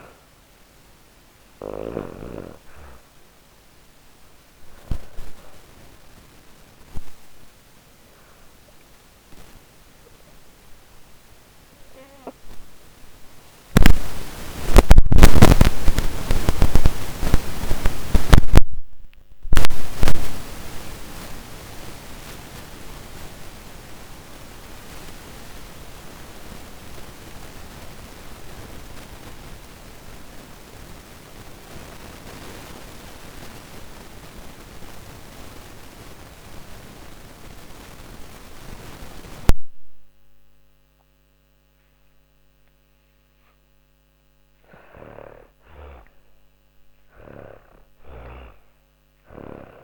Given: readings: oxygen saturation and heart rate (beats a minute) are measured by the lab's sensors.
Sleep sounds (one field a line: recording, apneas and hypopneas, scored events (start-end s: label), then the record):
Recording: breathing in sleep by a microphone on the trachea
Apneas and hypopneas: 1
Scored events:
0.00-18.00 s: oxygen desaturation (device-marked, oxygen 77% lowest, heart rate 47 extreme)
12.00-17.00 s: arousal
19.50-40.50 s: obstructive apnea (oxygen 98% before, 84% lowest, heart rate 73 before, 47 extreme)
41.00-49.84 s: oxygen desaturation (device-marked, oxygen 98% before, 84% lowest, heart rate 58 before, 43 extreme)
43.00-46.50 s: snoring (device-marked)
43.00-47.00 s: arousal
From the record:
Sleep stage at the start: N2 (light sleep)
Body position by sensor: on the back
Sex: female